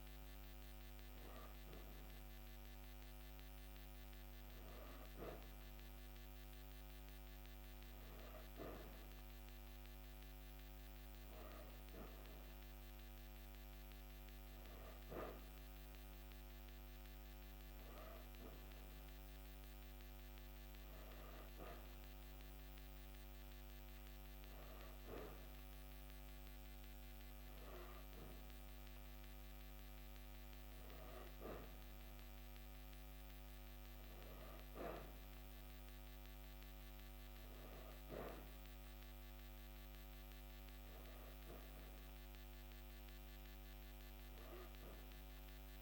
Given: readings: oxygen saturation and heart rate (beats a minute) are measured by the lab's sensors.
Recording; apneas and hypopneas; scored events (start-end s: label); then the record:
breathing in sleep, hard to hear, by a microphone on the trachea; none
none scored
From the record:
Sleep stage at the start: N3 (deep sleep); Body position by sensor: on the back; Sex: female